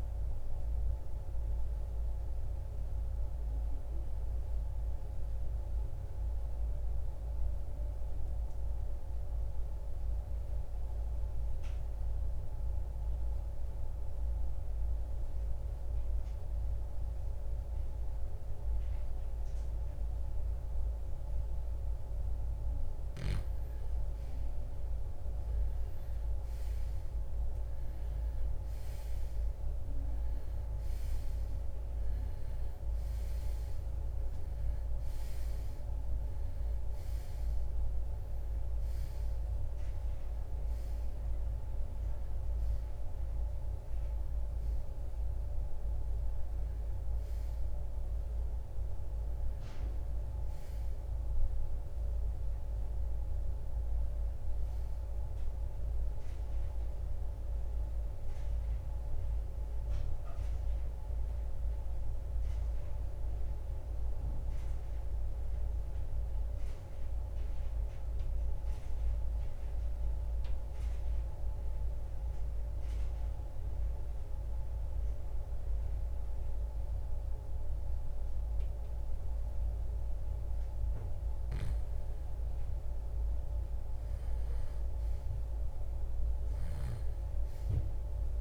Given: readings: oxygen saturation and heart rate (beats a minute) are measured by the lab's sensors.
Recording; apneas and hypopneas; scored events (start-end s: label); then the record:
breathing in sleep, hard to hear, by a room microphone; 2
5.00-21.50 s: obstructive apnea (oxygen 98% before, 85% lowest, heart rate 67 before, 61 extreme, up 8 after)
10.50-19.50 s: oxygen desaturation (device-marked, oxygen 97% before, 93% lowest, heart rate 64 before, 61 extreme)
23.50-27.00 s: arousal
29.50-88.41 s: new sleep stage, REM sleep
48.00-51.50 s: arousal
52.50-72.50 s: oxygen desaturation (device-marked, oxygen 92% before, 85% lowest, heart rate 72 before, 53 extreme)
54.50-80.00 s: mixed apnea (oxygen 93% before, 85% lowest, heart rate 72 before, 53 extreme, up 2 after)
82.00-85.50 s: arousal
From the record:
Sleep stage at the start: N2 (light sleep); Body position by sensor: on the right side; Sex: male